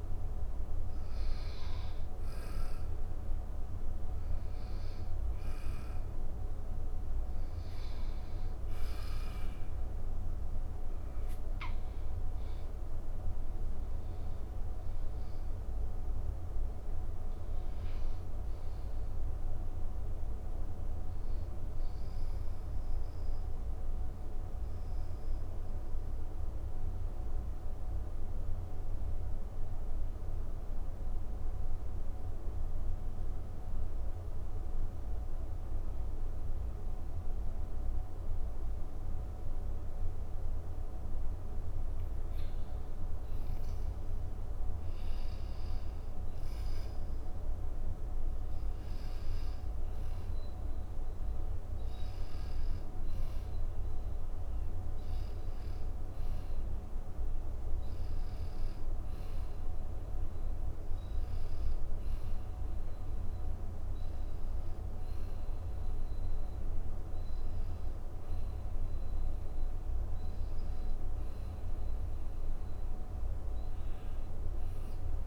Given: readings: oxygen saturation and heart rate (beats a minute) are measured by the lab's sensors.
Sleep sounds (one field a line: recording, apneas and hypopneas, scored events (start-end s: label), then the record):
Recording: breathing in sleep, hard to hear, by a room microphone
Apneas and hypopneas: 1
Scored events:
6.00-26.00 s: oxygen desaturation (device-marked, oxygen 97% before, 94% lowest)
24.50-40.00 s: central apnea (oxygen 97% before, 95% lowest)
42.00-46.50 s: arousal
From the record:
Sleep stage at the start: N1 (lightest sleep)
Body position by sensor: on the back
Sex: male